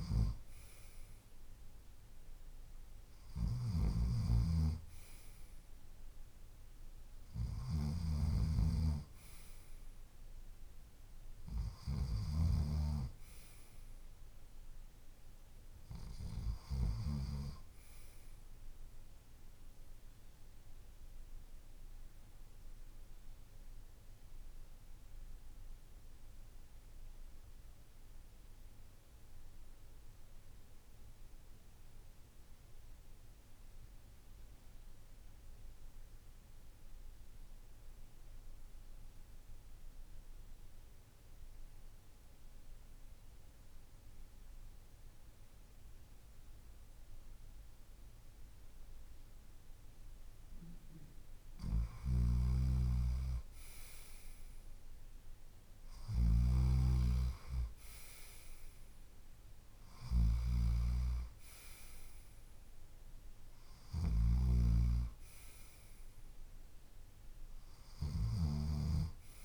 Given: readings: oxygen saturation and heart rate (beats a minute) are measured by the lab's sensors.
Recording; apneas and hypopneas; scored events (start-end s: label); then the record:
breathing in sleep by a room microphone; 1
0.00-17.00 s: snoring (device-marked)
6.50-19.50 s: oxygen desaturation (device-marked, oxygen 97% before, 92% lowest, heart rate 52 before, 48 extreme)
20.00-49.00 s: obstructive apnea (oxygen 97% before, 89% lowest, heart rate 53 before, 48 extreme, up 7 after)
24.50-69.45 s: new sleep stage, REM sleep
51.00-56.00 s: arousal
51.50-69.45 s: snoring (device-marked)
56.50-69.45 s: oxygen desaturation (device-marked, oxygen 96% before, 89% lowest, heart rate 51 before, 50 extreme)
From the record:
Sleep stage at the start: N2 (light sleep); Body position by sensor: on the left side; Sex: male